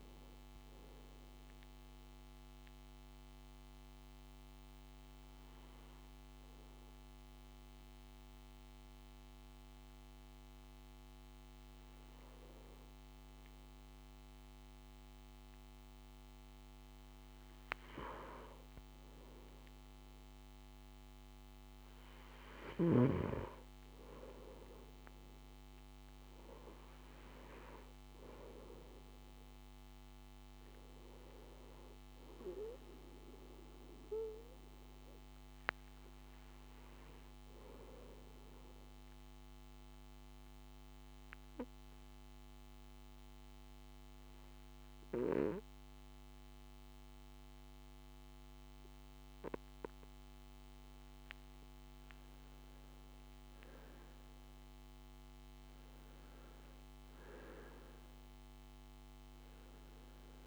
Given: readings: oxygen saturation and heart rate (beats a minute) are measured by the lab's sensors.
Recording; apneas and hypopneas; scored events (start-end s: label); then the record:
breathing in sleep by a microphone on the trachea; 2
1.00-13.00 s: hypopnea (oxygen 96% before, 91% lowest, heart rate 61 before, 55 extreme, up 3 after)
14.50-19.00 s: arousal
38.50-51.00 s: obstructive apnea (oxygen 97% before, 88% lowest, heart rate 58 before, 53 extreme, up 2 after)
52.50-57.00 s: arousal
53.50-60.47 s: oxygen desaturation (device-marked, oxygen 94% before, 91% lowest, heart rate 57 before, 53 extreme)
From the record:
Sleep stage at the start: N2 (light sleep); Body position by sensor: on the right side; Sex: male